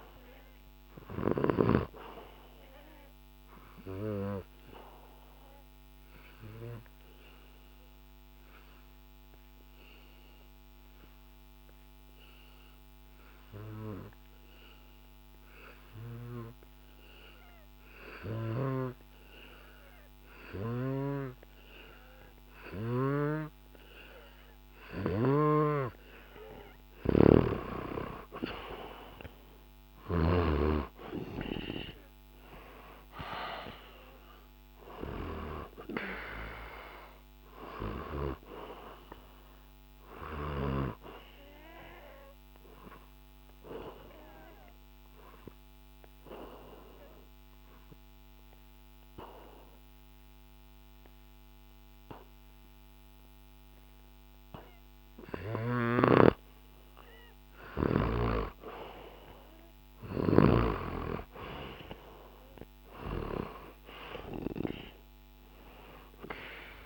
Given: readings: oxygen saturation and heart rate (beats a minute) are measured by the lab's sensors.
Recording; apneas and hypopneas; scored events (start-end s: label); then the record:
breathing in sleep by a microphone on the trachea; 2
0.00-1.50 s: snoring (device-marked)
4.00-25.50 s: obstructive apnea (oxygen 98% before, 89% lowest, heart rate 68 before, 62 extreme, up 5 after)
5.00-19.00 s: oxygen desaturation (device-marked, oxygen 98% before, 93% lowest, heart rate 68 before, 62 extreme)
26.00-53.00 s: oxygen desaturation (device-marked, oxygen 96% before, 89% lowest, heart rate 66 before, 58 extreme)
26.50-30.00 s: snoring (device-marked)
27.50-31.50 s: arousal
42.50-56.50 s: obstructive apnea (oxygen 96% before, 89% lowest, heart rate 67 before, 58 extreme)
55.50-60.50 s: snoring (device-marked)
58.00-62.50 s: arousal
From the record:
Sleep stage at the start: N2 (light sleep); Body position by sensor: on the back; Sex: male